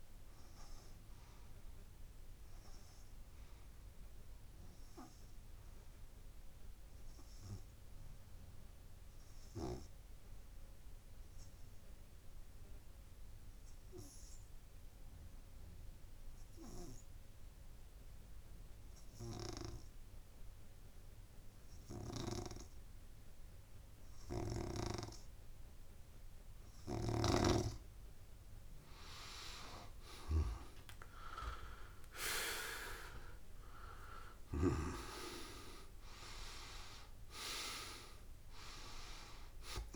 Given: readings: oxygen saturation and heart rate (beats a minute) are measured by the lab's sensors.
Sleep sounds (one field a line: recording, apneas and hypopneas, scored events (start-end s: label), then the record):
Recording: breathing in sleep by a room microphone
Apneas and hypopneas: 1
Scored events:
0.00-8.00 s: oxygen desaturation (device-marked, oxygen 95% lowest)
1.50-3.50 s: long interval between heartbeats (device-marked, heart rate 54 before, 37 extreme)
3.50-27.00 s: obstructive apnea (oxygen 99% before, 92% lowest)
6.00-8.00 s: long interval between heartbeats (device-marked, heart rate 43 before, 35 extreme)
24.00-26.00 s: long interval between heartbeats (device-marked)
27.50-29.50 s: long interval between heartbeats (device-marked)
29.00-39.96 s: new sleep stage, N1 (lightest sleep)
29.50-31.50 s: long interval between heartbeats (device-marked, heart rate 32 before, 71 extreme)
29.50-33.00 s: arousal
31.50-33.50 s: long interval between heartbeats (device-marked, heart rate 36 before, 61 extreme)
34.50-36.50 s: long interval between heartbeats (device-marked, heart rate 42 before, 55 extreme)
35.00-39.96 s: oxygen desaturation (device-marked, oxygen 99% before, 95% lowest)
36.50-38.50 s: long interval between heartbeats (device-marked, heart rate 45 before, 51 extreme)
From the record:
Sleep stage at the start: N2 (light sleep)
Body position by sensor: on the back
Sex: male